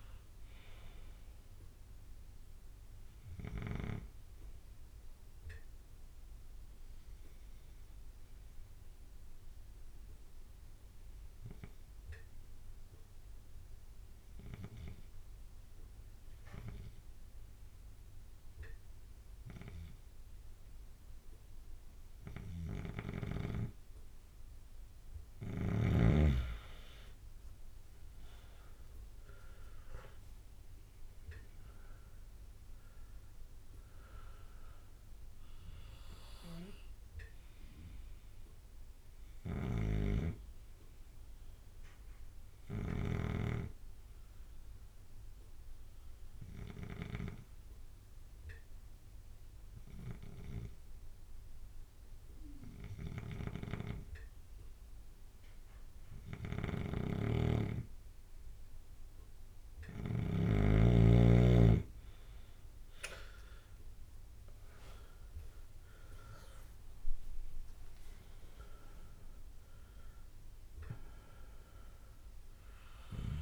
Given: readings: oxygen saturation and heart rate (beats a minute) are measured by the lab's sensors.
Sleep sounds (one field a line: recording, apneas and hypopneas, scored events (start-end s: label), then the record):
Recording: breathing in sleep by a room microphone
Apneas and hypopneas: 2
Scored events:
0.00-14.50 s: oxygen desaturation (device-marked, oxygen 93% lowest)
0.00-64.50 s: bradycardia (device-marked)
8.00-23.50 s: obstructive apnea (oxygen 98% before, 93% lowest)
26.50-31.00 s: arousal
27.50-40.50 s: oxygen desaturation (device-marked, oxygen 98% before, 93% lowest)
33.50-35.50 s: long interval between heartbeats (device-marked)
42.50-57.00 s: obstructive apnea (oxygen 99% before, 91% lowest)
52.50-61.50 s: drop in pulse transit time (device-marked)
56.50-60.50 s: snoring (device-marked)
57.00-59.00 s: long interval between heartbeats (device-marked)
62.50-67.00 s: arousal
63.50-73.42 s: oxygen desaturation (device-marked, oxygen 98% before, 93% lowest, heart rate 33 before, 51 extreme)
65.00-67.00 s: long interval between heartbeats (device-marked, heart rate 34 before, 30 extreme)
67.50-69.50 s: long interval between heartbeats (device-marked, heart rate 39 before, 78 extreme)
71.50-73.42 s: long interval between heartbeats (device-marked, heart rate 50 before, 79 extreme)
From the record:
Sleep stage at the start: N2 (light sleep)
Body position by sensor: on the left side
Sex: male